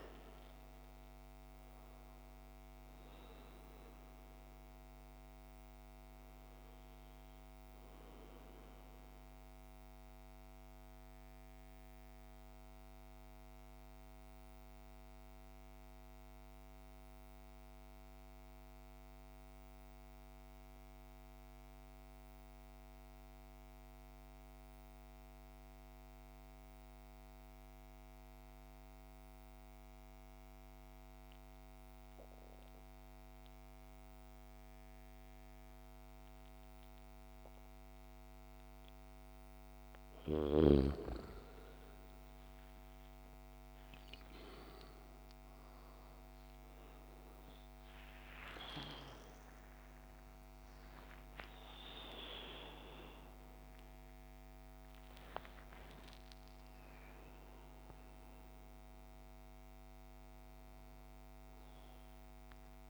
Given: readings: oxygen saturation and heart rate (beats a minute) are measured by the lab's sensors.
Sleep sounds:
breathing in sleep by a microphone on the trachea; 1
0.00-22.50 s: oxygen desaturation (device-marked, oxygen 87% lowest, heart rate 50 extreme)
9.00-39.50 s: mixed apnea (oxygen 100% before, 78% lowest, heart rate 62 before, 50 extreme, up 15 after)
30.50-61.50 s: oxygen desaturation (device-marked, oxygen 99% before, 82% lowest, heart rate 52 before, 53 extreme)
44.50-49.50 s: arousal
From the record:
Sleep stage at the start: N2 (light sleep); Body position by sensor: on the back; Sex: male

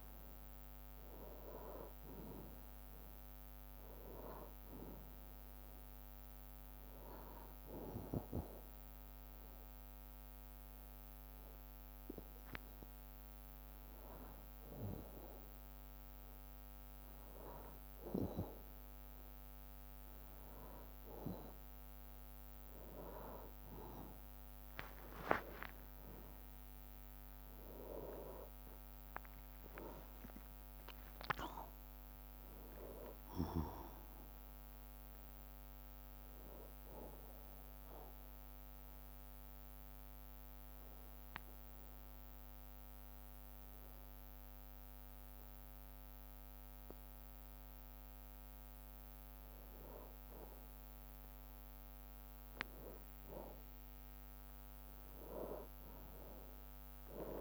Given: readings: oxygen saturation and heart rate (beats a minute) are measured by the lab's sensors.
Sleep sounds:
breathing in sleep by a microphone on the trachea; 2
0.00-9.50 s: drop in pulse transit time (device-marked, heart rate 62 extreme)
7.50-18.50 s: hypopnea (oxygen 96% before, 92% lowest, heart rate 63 before, 61 extreme, up 0 after)
14.50-23.50 s: oxygen desaturation (device-marked, oxygen 95% before, 92% lowest, heart rate 64 before, 54 extreme)
24.00-28.00 s: arousal
29.50-43.50 s: drop in pulse transit time (device-marked, heart rate 62 before, 62 extreme)
31.50-43.50 s: oxygen desaturation (device-marked, oxygen 96% before, 93% lowest, heart rate 62 before, 54 extreme)
37.50-50.00 s: obstructive apnea (oxygen 96% before, 91% lowest, heart rate 63 before, 54 extreme, up 9 after)
41.50-48.50 s: bradycardia (device-marked, heart rate 65 before, 54 extreme)
55.00-57.41 s: arousal
55.50-57.41 s: bradycardia (device-marked, heart rate 65 before, 61 extreme)
From the record:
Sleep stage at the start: N2 (light sleep); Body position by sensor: on the back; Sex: male

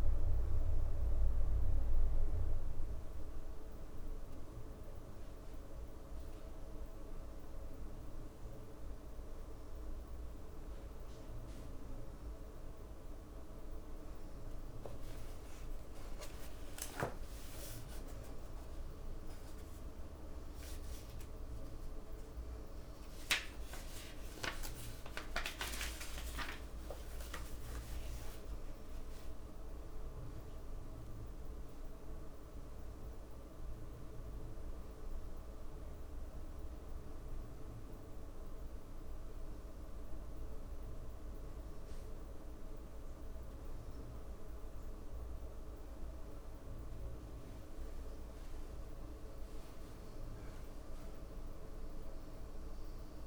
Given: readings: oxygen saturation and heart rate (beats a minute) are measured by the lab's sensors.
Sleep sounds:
breathing in sleep, hard to hear, by a room microphone; none
14.50-18.50 s: leg movement (device-marked)
24.00-31.00 s: leg movement (device-marked)
34.50-36.00 s: leg movement (device-marked)
38.00-39.00 s: leg movement (device-marked)
39.50-40.50 s: leg movement (device-marked)
47.50-52.50 s: leg movement (device-marked)
From the record:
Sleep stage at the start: N2 (light sleep); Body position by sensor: on the back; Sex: female

